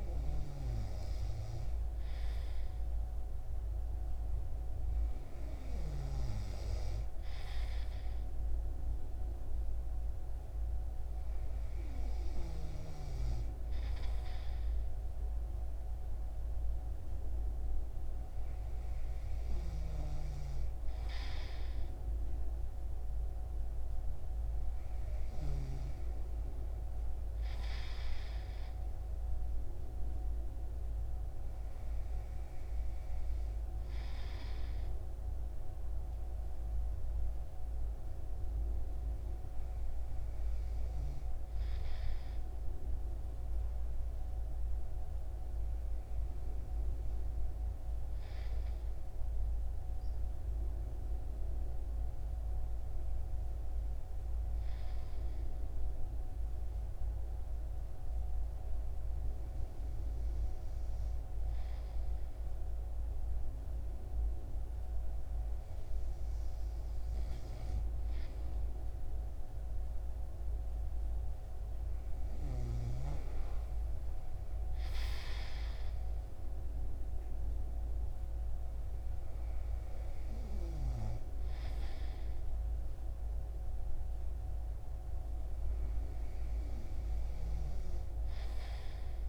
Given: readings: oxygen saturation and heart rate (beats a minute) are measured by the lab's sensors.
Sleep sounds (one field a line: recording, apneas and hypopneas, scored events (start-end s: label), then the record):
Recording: breathing in sleep, hard to hear, by a room microphone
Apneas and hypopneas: none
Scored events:
none scored
From the record:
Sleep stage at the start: N2 (light sleep)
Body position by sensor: on the right side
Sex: male